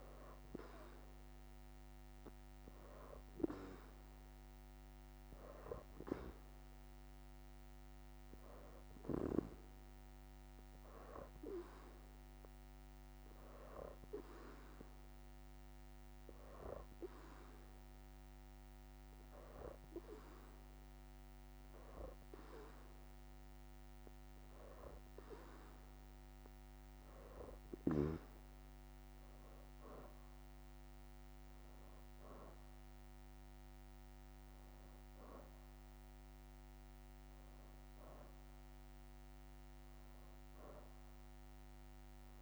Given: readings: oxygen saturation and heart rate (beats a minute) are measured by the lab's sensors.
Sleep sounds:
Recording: breathing in sleep by a microphone on the trachea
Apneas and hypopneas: 1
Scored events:
0.00-2.50 s: leg movement (device-marked)
5.00-25.00 s: hypopnea (oxygen 90% before, 87% lowest, heart rate 87 before, 85 extreme, up 3 after)
19.50-25.50 s: leg movement (device-marked)
26.00-34.00 s: leg movement (device-marked)
26.00-42.42 s: new sleep stage, N1 (lightest sleep)
27.00-31.50 s: arousal
37.00-42.42 s: leg movement (device-marked)
From the record:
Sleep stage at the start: N2 (light sleep)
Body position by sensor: on the back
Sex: female

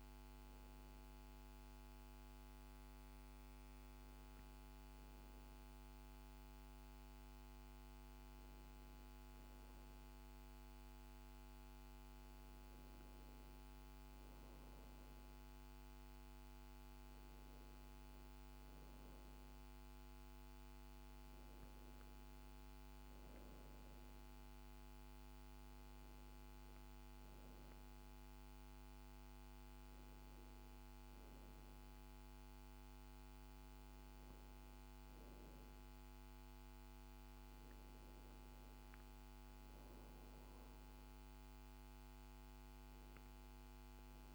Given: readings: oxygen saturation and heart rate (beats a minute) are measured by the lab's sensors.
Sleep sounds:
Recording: a person awake in a sleep study, hard to hear, by a microphone on the trachea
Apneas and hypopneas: none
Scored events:
none scored
From the record:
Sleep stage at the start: awake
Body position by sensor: on the back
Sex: female

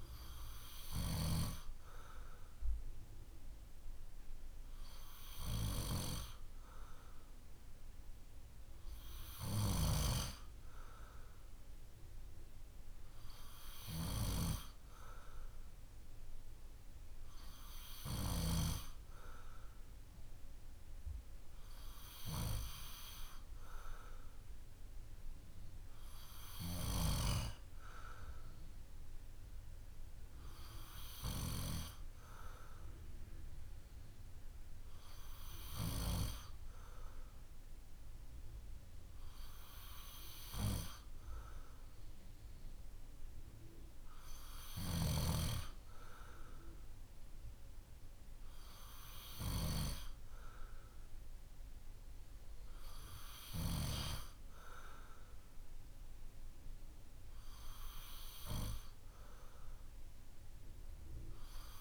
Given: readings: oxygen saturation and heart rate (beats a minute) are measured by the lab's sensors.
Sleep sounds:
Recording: breathing in sleep by a room microphone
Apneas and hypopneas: none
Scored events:
none scored
From the record:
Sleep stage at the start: N2 (light sleep)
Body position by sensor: on the back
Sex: male

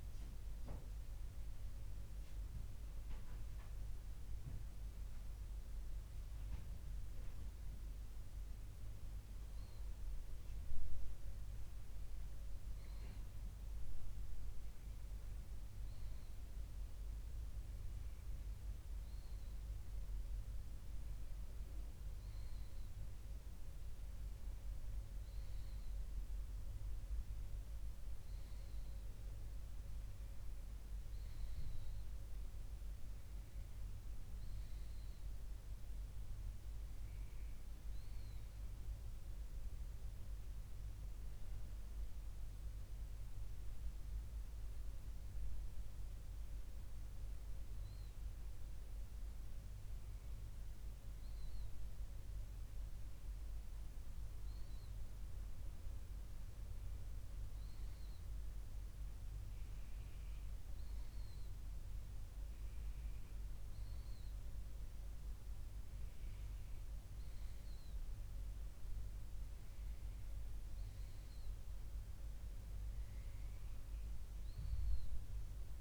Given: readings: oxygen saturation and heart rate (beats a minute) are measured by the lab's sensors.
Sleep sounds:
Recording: breathing in sleep, hard to hear, by a room microphone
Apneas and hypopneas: none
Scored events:
none scored
From the record:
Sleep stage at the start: N2 (light sleep)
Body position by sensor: on the left side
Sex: male

